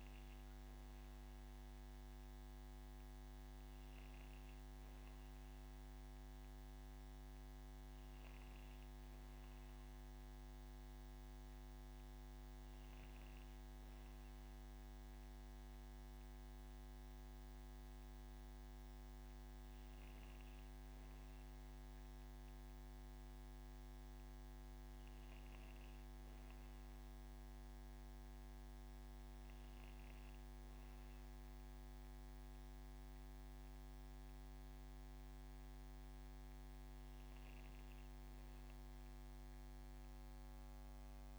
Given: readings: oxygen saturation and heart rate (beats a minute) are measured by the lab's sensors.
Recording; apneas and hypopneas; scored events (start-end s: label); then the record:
breathing in sleep, hard to hear, by a microphone on the trachea; none
none scored
From the record:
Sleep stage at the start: N1 (lightest sleep); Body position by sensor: on the back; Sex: female